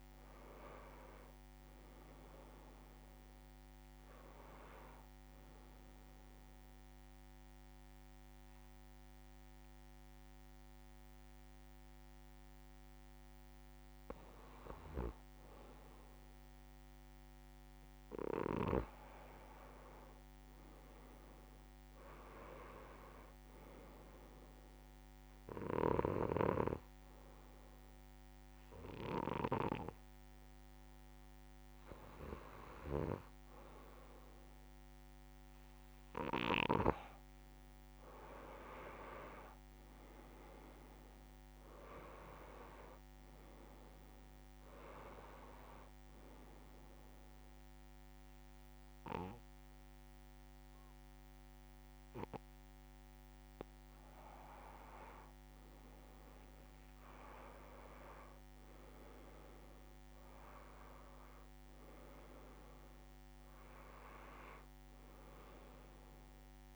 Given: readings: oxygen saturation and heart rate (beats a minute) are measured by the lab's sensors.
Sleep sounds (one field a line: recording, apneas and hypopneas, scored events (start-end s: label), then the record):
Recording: breathing in sleep by a microphone on the trachea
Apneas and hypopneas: 3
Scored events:
0.00-1.50 s: long interval between heartbeats (device-marked, heart rate 71 extreme)
0.00-7.00 s: oxygen desaturation (device-marked, oxygen 89% lowest)
3.50-5.50 s: long interval between heartbeats (device-marked, heart rate 63 before, 42 extreme)
6.50-16.50 s: hypopnea (oxygen 98% before, 90% lowest, heart rate 69 before, 53 extreme, up 26 after)
8.50-10.50 s: long interval between heartbeats (device-marked, heart rate 73 before, 55 extreme)
18.50-20.50 s: long interval between heartbeats (device-marked, heart rate 57 before, 72 extreme)
18.50-21.50 s: arousal
25.00-35.50 s: hypopnea (oxygen 99% before, 94% lowest, heart rate 56 before, 65 extreme, up 5 after)
37.50-39.50 s: long interval between heartbeats (device-marked, heart rate 66 before, 74 extreme)
38.00-41.00 s: arousal
43.00-45.00 s: long interval between heartbeats (device-marked, heart rate 67 before, 65 extreme)
46.50-56.50 s: obstructive apnea (oxygen 99% before, 93% lowest, heart rate 69 before, 65 extreme, up 6 after)
58.00-62.50 s: arousal
60.00-62.00 s: long interval between heartbeats (device-marked, heart rate 72 before, 67 extreme)
From the record:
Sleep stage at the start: N2 (light sleep)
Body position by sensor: on the back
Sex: male